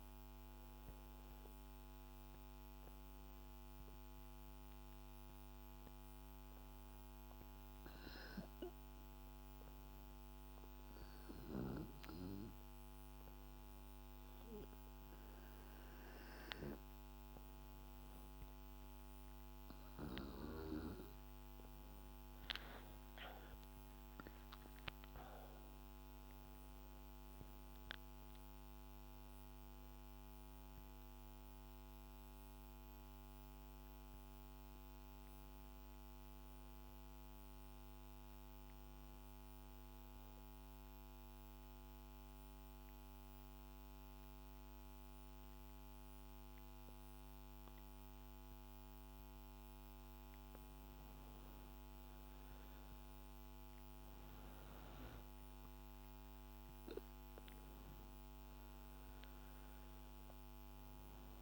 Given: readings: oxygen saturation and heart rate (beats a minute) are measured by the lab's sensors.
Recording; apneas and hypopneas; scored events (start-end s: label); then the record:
breathing in sleep by a microphone on the trachea; 1
22.50-27.00 s: arousal
38.50-49.50 s: obstructive apnea (oxygen 98% before, 96% lowest, heart rate 68 before, 64 extreme, up 3 after)
52.00-56.50 s: arousal
From the record:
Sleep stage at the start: N2 (light sleep); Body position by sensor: on the back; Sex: female